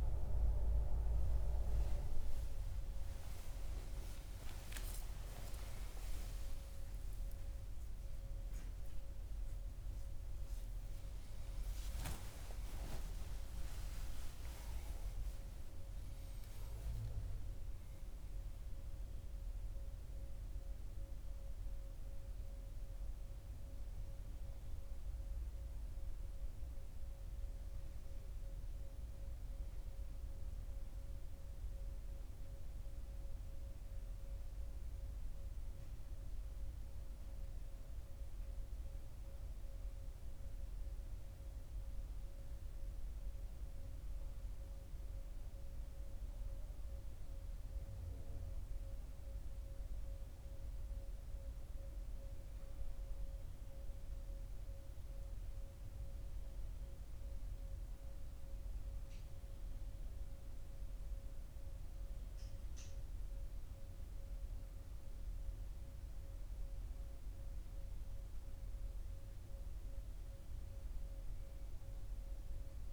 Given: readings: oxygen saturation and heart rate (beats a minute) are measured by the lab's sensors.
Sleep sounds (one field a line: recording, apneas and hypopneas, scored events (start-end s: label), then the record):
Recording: breathing in sleep by a room microphone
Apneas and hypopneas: none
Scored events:
4.50-12.00 s: arousal
4.50-34.50 s: new sleep stage, N1 (lightest sleep)
34.50-72.93 s: new sleep stage, N2 (light sleep)
From the record:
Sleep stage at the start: N2 (light sleep)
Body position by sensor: on the right side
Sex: male